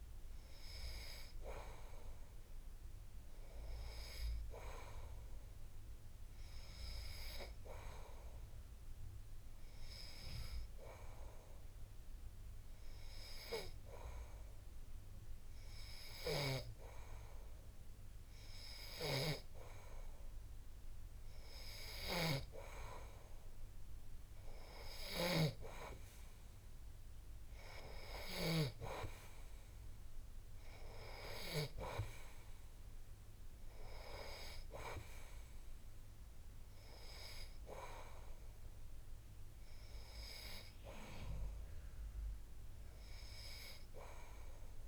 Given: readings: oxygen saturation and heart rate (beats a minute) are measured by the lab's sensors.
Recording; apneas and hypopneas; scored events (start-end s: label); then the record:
breathing in sleep by a room microphone; none
22.00-25.50 s: snoring (device-marked)
From the record:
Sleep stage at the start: N2 (light sleep); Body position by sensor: on the back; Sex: male